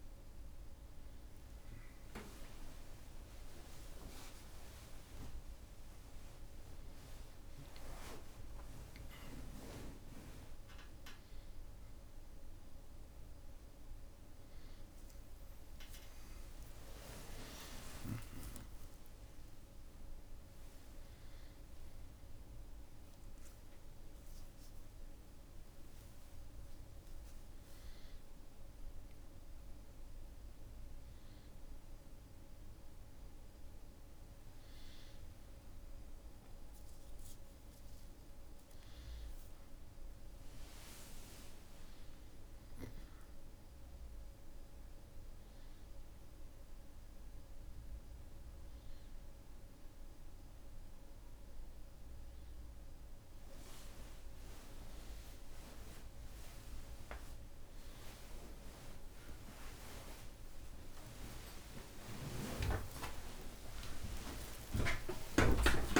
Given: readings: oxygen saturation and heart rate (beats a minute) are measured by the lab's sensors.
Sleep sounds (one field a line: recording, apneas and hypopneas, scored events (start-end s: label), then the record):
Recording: a person awake in a sleep study, by a room microphone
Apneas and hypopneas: none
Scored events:
1.50-66.00 s: new sleep stage, awake
34.50-38.50 s: tachycardia (device-marked, heart rate 56 before, 101 extreme)
35.00-37.00 s: long interval between heartbeats (device-marked, heart rate 68 before, 72 extreme)
38.00-40.00 s: long interval between heartbeats (device-marked, heart rate 70 before, 101 extreme)
60.50-66.00 s: tachycardia (device-marked, heart rate 57 before, 144 extreme)
61.50-63.50 s: long interval between heartbeats (device-marked, heart rate 68 before, 88 extreme)
64.50-66.00 s: long interval between heartbeats (device-marked, heart rate 70 before, 119 extreme)
From the record:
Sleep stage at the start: N2 (light sleep)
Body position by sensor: on the back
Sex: male